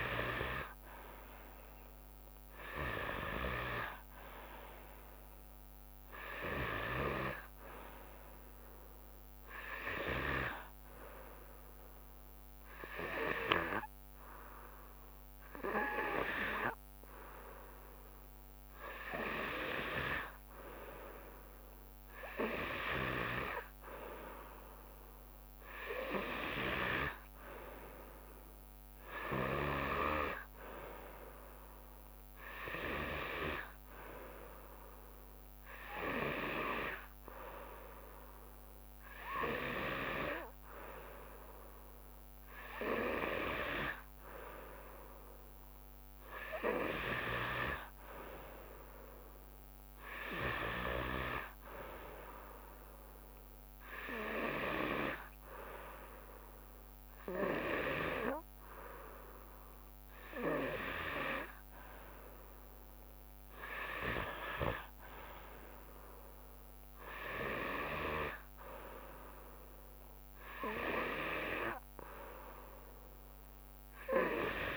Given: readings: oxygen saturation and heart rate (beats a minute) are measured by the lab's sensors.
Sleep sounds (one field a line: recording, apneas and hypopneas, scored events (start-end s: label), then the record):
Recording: breathing in sleep by a microphone on the trachea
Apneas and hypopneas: none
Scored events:
none scored
From the record:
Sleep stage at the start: N2 (light sleep)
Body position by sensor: on the back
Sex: female